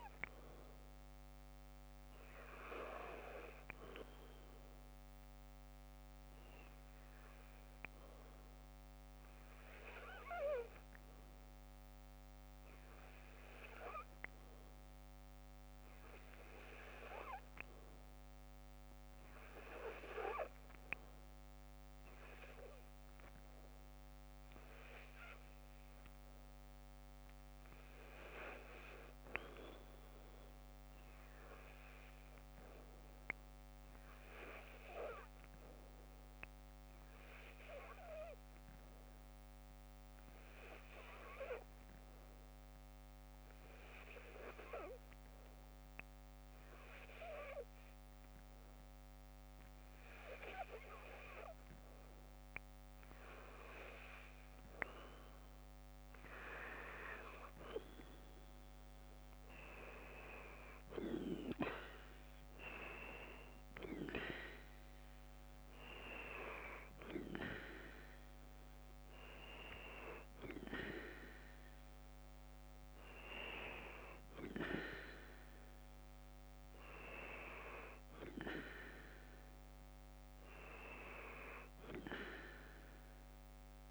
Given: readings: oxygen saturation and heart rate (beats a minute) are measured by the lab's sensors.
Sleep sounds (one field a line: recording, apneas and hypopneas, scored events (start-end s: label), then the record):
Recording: breathing in sleep by a microphone on the trachea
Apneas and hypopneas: 1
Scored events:
32.00-44.00 s: oxygen desaturation (device-marked, oxygen 94% before, 91% lowest, heart rate 58 before, 58 extreme)
37.50-51.50 s: hypopnea (oxygen 94% before, 86% lowest, heart rate 58 before, 58 extreme, up 4 after)
53.00-57.00 s: arousal
61.00-83.91 s: oxygen desaturation (device-marked, oxygen 91% before, 86% lowest, heart rate 60 before, 55 extreme)
From the record:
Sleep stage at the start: N2 (light sleep)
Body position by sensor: on the left side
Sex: female